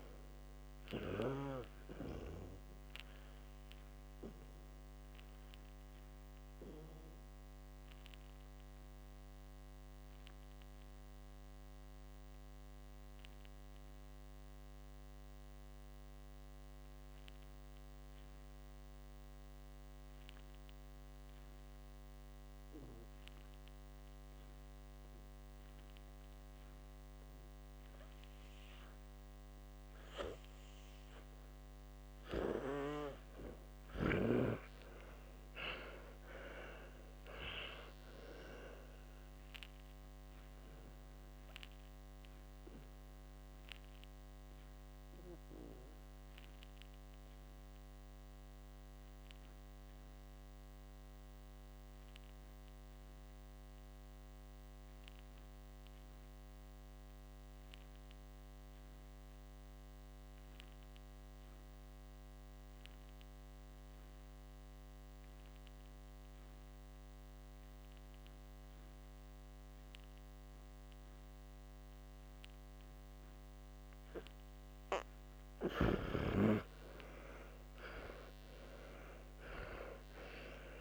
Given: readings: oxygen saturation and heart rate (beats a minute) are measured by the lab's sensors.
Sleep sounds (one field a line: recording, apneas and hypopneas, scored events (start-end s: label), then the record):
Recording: breathing in sleep by a microphone on the trachea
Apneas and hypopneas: 2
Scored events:
4.00-32.00 s: oxygen desaturation (device-marked, oxygen 98% before, 91% lowest, heart rate 64 before, 54 extreme)
7.50-30.50 s: obstructive apnea (oxygen 98% before, 89% lowest, heart rate 65 before, 54 extreme, up 25 after)
33.00-37.00 s: arousal
43.00-55.00 s: oxygen desaturation (device-marked, oxygen 99% before, 90% lowest, heart rate 63 before, 52 extreme)
47.50-74.50 s: obstructive apnea (oxygen 99% before, 89% lowest, heart rate 63 before, 52 extreme, up 31 after)
72.00-79.00 s: oxygen desaturation (device-marked, oxygen 97% before, 93% lowest, heart rate 57 before, 59 extreme)
76.50-80.81 s: arousal
From the record:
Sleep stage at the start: N2 (light sleep)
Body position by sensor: on the back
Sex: male